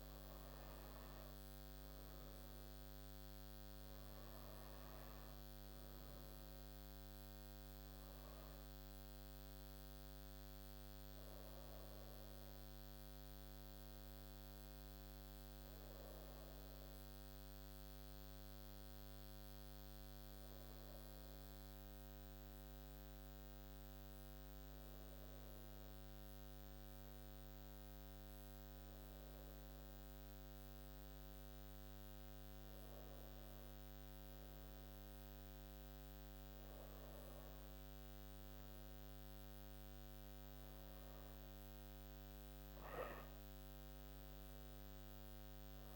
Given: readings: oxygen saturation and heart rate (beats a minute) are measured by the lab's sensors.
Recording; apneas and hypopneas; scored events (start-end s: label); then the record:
breathing in sleep, hard to hear, by a microphone on the trachea; none
12.50-17.50 s: arousal
From the record:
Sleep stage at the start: N2 (light sleep); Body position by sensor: on the back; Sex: female